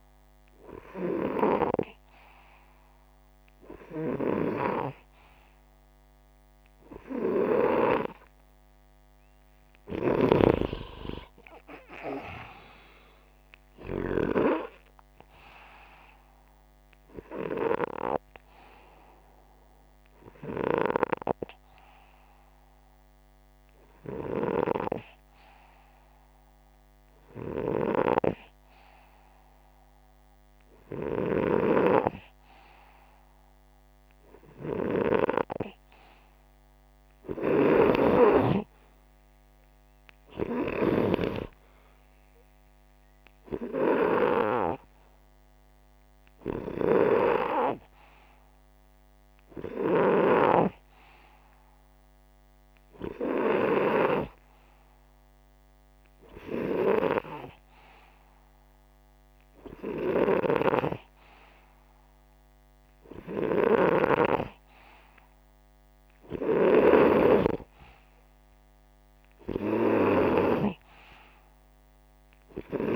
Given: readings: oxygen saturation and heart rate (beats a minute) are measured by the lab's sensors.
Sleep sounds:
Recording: breathing in sleep by a microphone on the trachea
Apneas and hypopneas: 1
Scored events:
11.00-30.00 s: oxygen desaturation (device-marked, oxygen 98% before, 92% lowest, heart rate 63 before, 60 extreme)
19.50-32.00 s: hypopnea (oxygen 98% before, 91% lowest, heart rate 65 before, 60 extreme, up 7 after)
35.00-39.50 s: arousal
52.00-64.00 s: oxygen desaturation (device-marked, oxygen 96% before, 92% lowest, heart rate 65 before, 61 extreme)
From the record:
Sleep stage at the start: N2 (light sleep)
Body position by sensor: upright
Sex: male

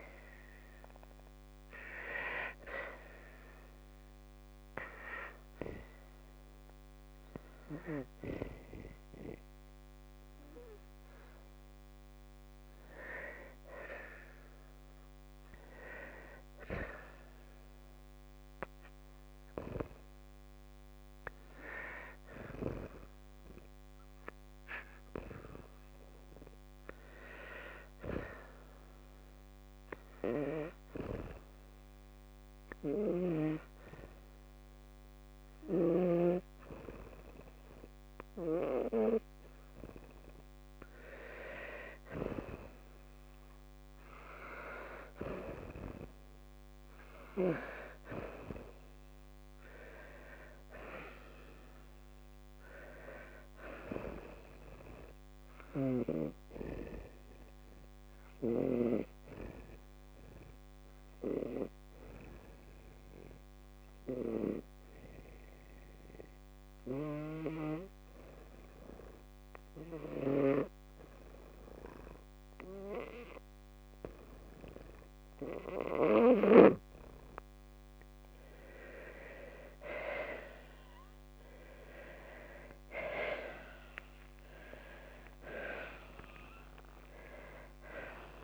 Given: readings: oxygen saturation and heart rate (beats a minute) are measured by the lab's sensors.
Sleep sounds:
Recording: breathing in sleep by a microphone on the trachea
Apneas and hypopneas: none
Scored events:
0.00-13.50 s: oxygen desaturation (device-marked, oxygen 93% lowest, heart rate 62 extreme)
71.50-88.44 s: new sleep stage, awake
84.50-88.44 s: tachycardia (device-marked, heart rate 63 before, 143 extreme)
85.50-87.50 s: long interval between heartbeats (device-marked, heart rate 64 before, 97 extreme)
From the record:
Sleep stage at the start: N2 (light sleep)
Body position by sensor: on the right side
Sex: female

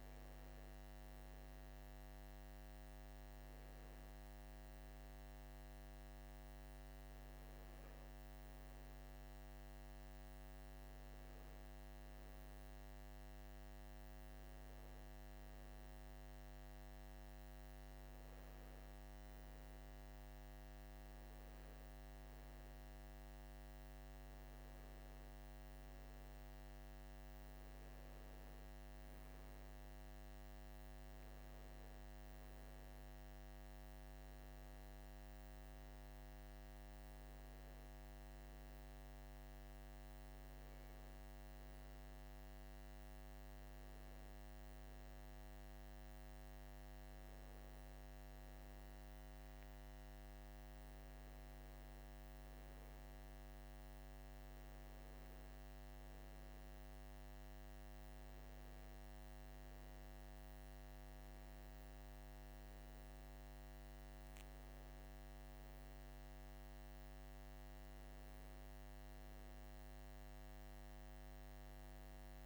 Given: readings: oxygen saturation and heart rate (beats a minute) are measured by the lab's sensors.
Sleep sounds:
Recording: breathing in sleep, hard to hear, by a microphone on the trachea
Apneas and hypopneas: none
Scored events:
none scored
From the record:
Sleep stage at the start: N2 (light sleep)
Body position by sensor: on the right side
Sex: male

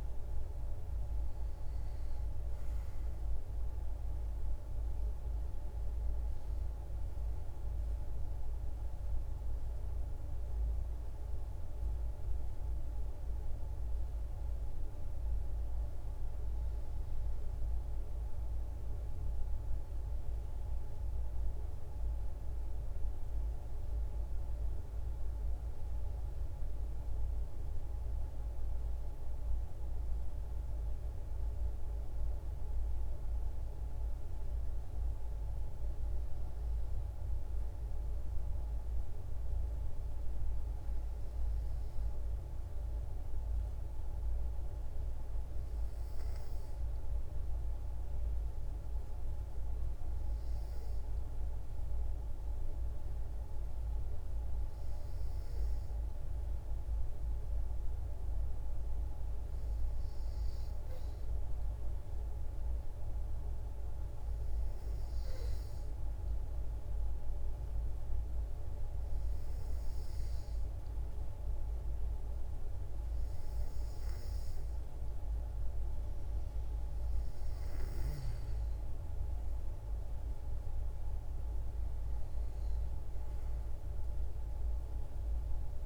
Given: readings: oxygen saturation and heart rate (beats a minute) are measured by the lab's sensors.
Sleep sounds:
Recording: breathing in sleep, hard to hear, by a room microphone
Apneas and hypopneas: none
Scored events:
0.00-8.50 s: oxygen desaturation (device-marked, oxygen 90% lowest, heart rate 57 extreme)
75.50-79.00 s: arousal
From the record:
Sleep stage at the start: N2 (light sleep)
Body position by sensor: on the back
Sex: female

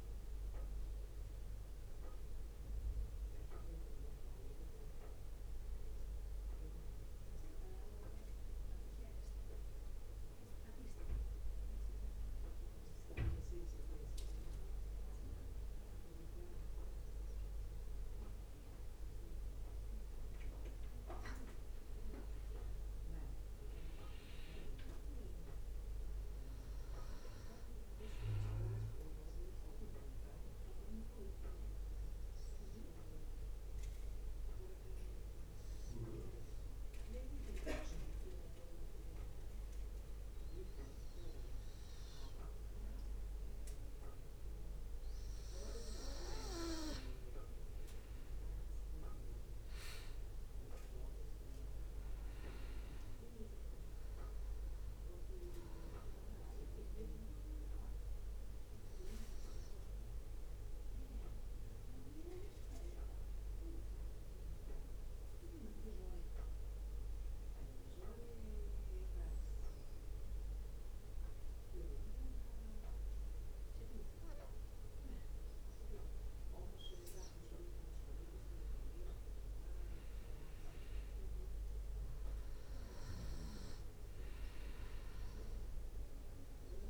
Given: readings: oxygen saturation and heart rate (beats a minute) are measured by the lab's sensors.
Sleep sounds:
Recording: breathing in sleep by a room microphone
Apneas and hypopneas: 3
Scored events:
3.50-20.50 s: mixed apnea (oxygen 96% before, 91% lowest, heart rate 59 before, 56 extreme, up 1 after)
23.50-27.00 s: arousal
29.50-42.50 s: obstructive apnea (oxygen 96% before, 91% lowest, heart rate 58 before, 53 extreme, up 5 after)
49.50-53.00 s: arousal
49.50-68.50 s: drop in pulse transit time (device-marked, heart rate 61 before, 53 extreme)
54.50-71.50 s: oxygen desaturation (device-marked, oxygen 95% before, 91% lowest, heart rate 63 before, 56 extreme)
59.50-77.50 s: obstructive apnea (oxygen 95% before, 91% lowest, heart rate 61 before, 57 extreme, up 2 after)
79.00-82.50 s: arousal
From the record:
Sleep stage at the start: N2 (light sleep)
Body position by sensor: on the back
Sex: male

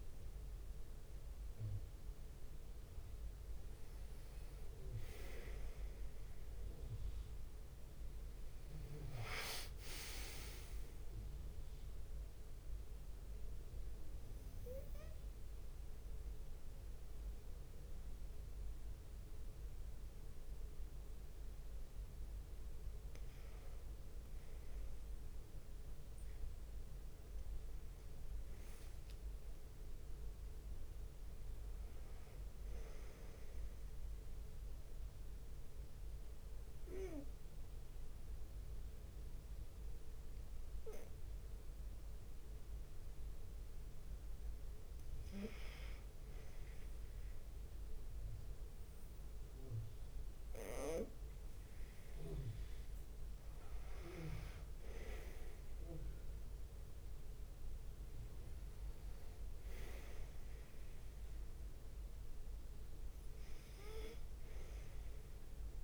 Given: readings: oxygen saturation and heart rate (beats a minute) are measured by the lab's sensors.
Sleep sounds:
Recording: breathing in sleep by a room microphone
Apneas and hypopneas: 2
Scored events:
0.00-3.00 s: drop in pulse transit time (device-marked)
0.00-65.84 s: bradycardia (device-marked)
3.00-5.50 s: leg movement (device-marked)
4.00-6.00 s: long interval between heartbeats (device-marked)
7.50-10.50 s: arousal
9.50-11.50 s: leg movement (device-marked)
12.00-23.00 s: obstructive apnea (oxygen 98% before, 95% lowest)
13.50-15.50 s: long interval between heartbeats (device-marked)
24.00-26.00 s: long interval between heartbeats (device-marked)
26.00-29.50 s: arousal
33.00-35.00 s: long interval between heartbeats (device-marked)
34.00-45.00 s: obstructive apnea (oxygen 96% before, 93% lowest)
43.50-45.50 s: long interval between heartbeats (device-marked)
48.50-52.50 s: arousal
62.00-65.84 s: leg movement (device-marked)
From the record:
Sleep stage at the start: N2 (light sleep)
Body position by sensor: on the right side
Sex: male

